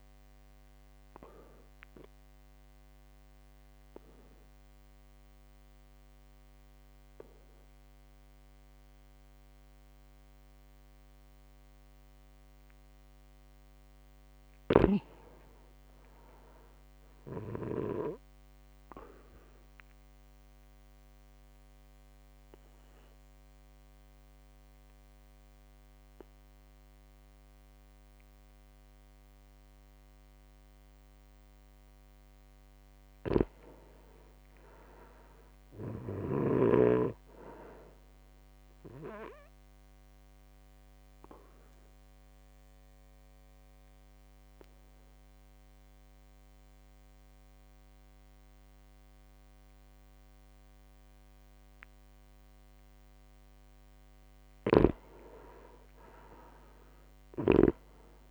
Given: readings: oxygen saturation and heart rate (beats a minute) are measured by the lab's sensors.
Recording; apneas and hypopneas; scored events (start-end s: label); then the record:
breathing in sleep by a microphone on the trachea; 3
0.50-13.00 s: obstructive apnea (oxygen 99% before, 96% lowest, heart rate 62 before, 55 extreme, up 5 after)
14.50-17.50 s: arousal
14.50-18.00 s: snoring (device-marked)
19.50-31.00 s: obstructive apnea (oxygen 99% before, 96% lowest, heart rate 61 before, 56 extreme, up 6 after)
33.00-36.50 s: snoring (device-marked)
33.50-37.00 s: arousal
37.00-39.00 s: long interval between heartbeats (device-marked, heart rate 59 before, 60 extreme)
37.00-44.00 s: drop in pulse transit time (device-marked, heart rate 59 before, 56 extreme)
40.00-53.50 s: obstructive apnea (oxygen 99% before, 96% lowest, heart rate 59 before, 57 extreme, up 3 after)
54.50-58.00 s: snoring (device-marked)
55.50-58.31 s: arousal
From the record:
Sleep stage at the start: REM sleep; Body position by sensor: on the back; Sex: male